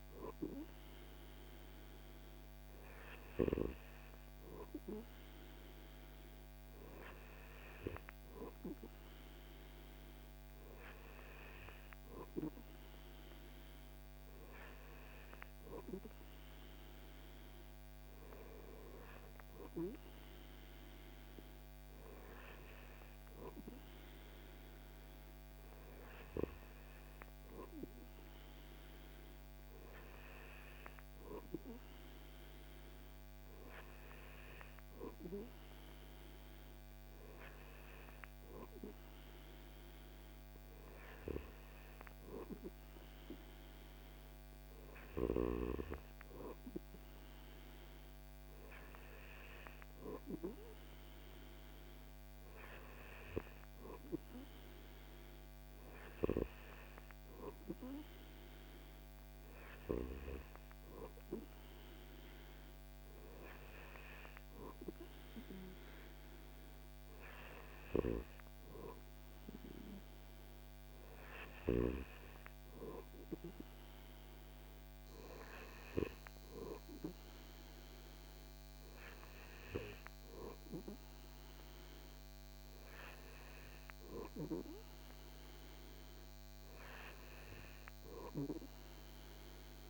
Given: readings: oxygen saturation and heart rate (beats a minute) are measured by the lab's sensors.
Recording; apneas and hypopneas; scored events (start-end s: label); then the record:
breathing in sleep by a microphone on the trachea; none
none scored
From the record:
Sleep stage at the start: N2 (light sleep); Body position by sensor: on the back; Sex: male